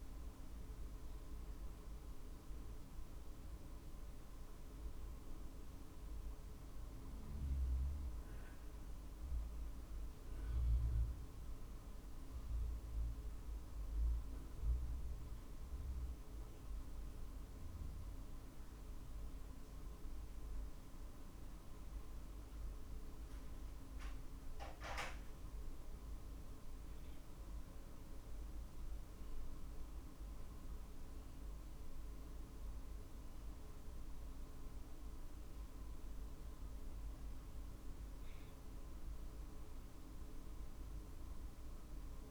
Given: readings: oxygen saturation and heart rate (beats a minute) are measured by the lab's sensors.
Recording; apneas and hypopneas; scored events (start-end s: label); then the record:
breathing in sleep, hard to hear, by a room microphone; none
none scored
From the record:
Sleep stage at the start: N1 (lightest sleep); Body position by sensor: on the right side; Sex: male